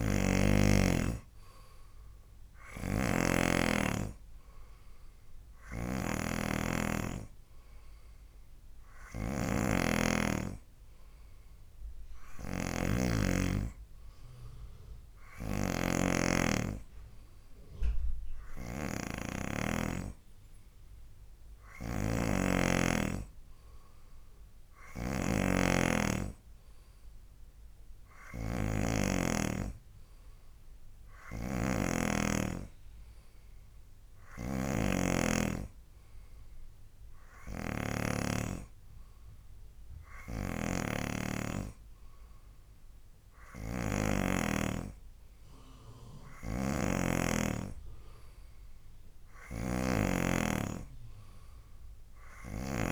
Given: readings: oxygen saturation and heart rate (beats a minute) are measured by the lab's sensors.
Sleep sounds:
breathing in sleep by a room microphone; none
0.00-20.00 s: snoring (device-marked)
22.00-44.50 s: snoring (device-marked)
46.50-52.92 s: snoring (device-marked)
From the record:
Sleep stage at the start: N2 (light sleep); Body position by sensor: on the right side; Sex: male

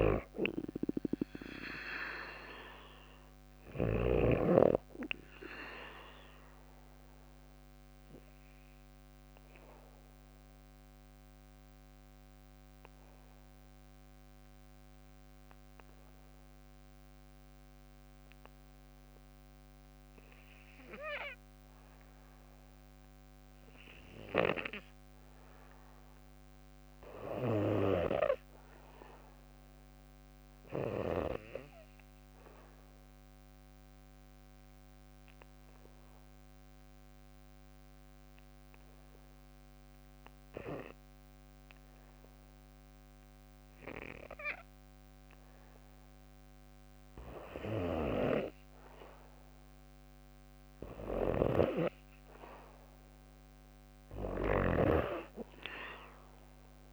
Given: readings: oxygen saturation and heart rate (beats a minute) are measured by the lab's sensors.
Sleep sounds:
breathing in sleep by a microphone on the trachea; 2
0.00-3.50 s: snoring (device-marked)
0.00-15.50 s: oxygen desaturation (device-marked, oxygen 88% lowest, heart rate 55 extreme)
6.00-23.00 s: obstructive apnea (oxygen 97% before, 79% lowest, heart rate 59 before, 55 extreme, up 2 after)
26.50-30.00 s: arousal
34.50-52.50 s: oxygen desaturation (device-marked, oxygen 96% before, 86% lowest, heart rate 56 before, 57 extreme)
35.00-45.00 s: obstructive apnea (oxygen 96% before, 79% lowest, heart rate 56 before, 57 extreme, up 3 after)
40.50-56.93 s: new sleep stage, REM sleep
52.00-56.00 s: arousal
53.50-56.93 s: snoring (device-marked)
54.50-56.93 s: oxygen desaturation (device-marked, oxygen 90% before, 79% lowest, heart rate 58 before, 59 extreme)
From the record:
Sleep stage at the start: N2 (light sleep); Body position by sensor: on the back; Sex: female

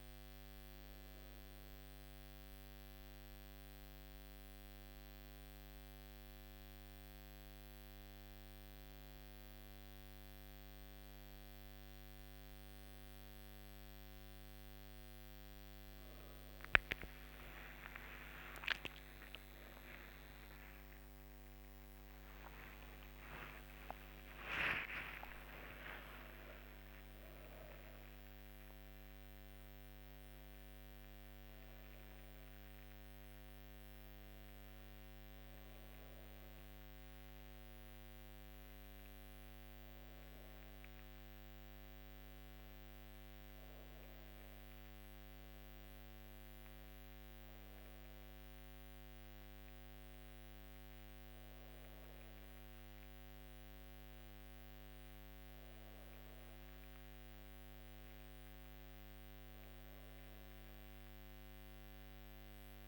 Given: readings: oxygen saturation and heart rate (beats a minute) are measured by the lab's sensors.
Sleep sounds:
a person awake in a sleep study, by a microphone on the trachea; none
13.50-62.88 s: new sleep stage, awake
From the record:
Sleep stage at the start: N1 (lightest sleep); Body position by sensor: on the back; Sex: female

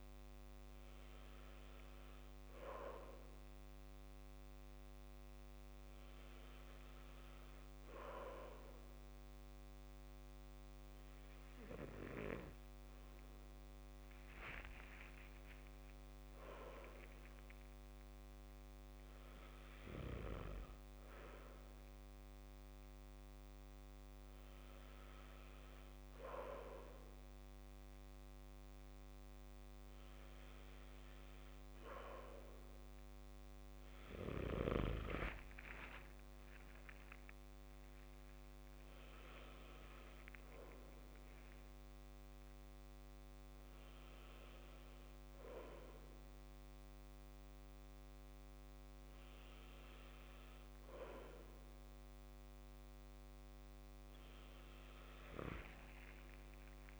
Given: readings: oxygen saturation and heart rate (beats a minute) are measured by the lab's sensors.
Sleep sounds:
breathing in sleep by a microphone on the trachea; none
36.50-38.50 s: long interval between heartbeats (device-marked, heart rate 64 before, 81 extreme)
36.50-40.00 s: arousal
56.00-57.00 s: long interval between heartbeats (device-marked, heart rate 70 before, 79 extreme)
From the record:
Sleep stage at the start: N2 (light sleep); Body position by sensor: on the back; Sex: male

